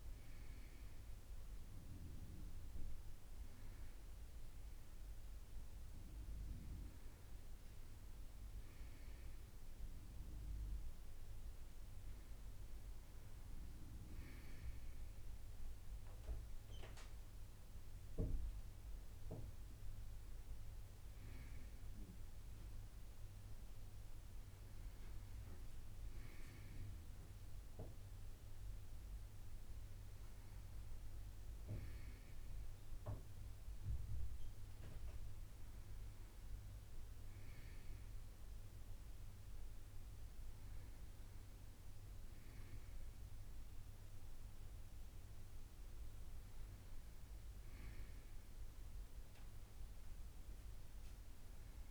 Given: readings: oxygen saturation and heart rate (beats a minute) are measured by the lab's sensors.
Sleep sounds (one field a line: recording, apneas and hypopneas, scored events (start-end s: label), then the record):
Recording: a person awake in a sleep study, hard to hear, by a room microphone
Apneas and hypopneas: none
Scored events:
8.00-51.91 s: new sleep stage, awake
From the record:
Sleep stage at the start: N1 (lightest sleep)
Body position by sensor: on the right side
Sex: male